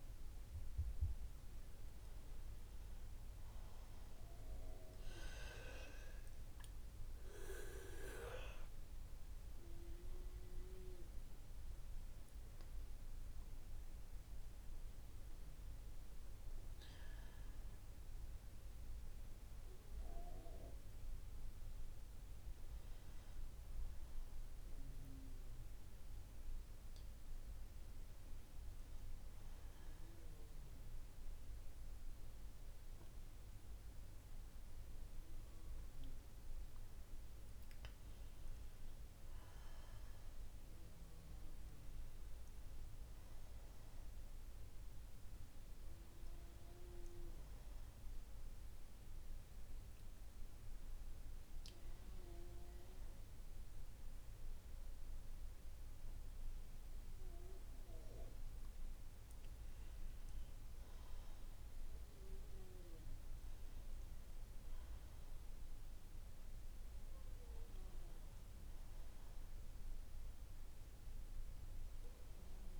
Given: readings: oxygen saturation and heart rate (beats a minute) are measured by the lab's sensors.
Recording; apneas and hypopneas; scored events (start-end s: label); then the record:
breathing in sleep by a room microphone; none
33.00-56.00 s: oxygen desaturation (device-marked, oxygen 98% before, 91% lowest, heart rate 63 before, 64 extreme)
From the record:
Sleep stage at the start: N2 (light sleep); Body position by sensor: on the right side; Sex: female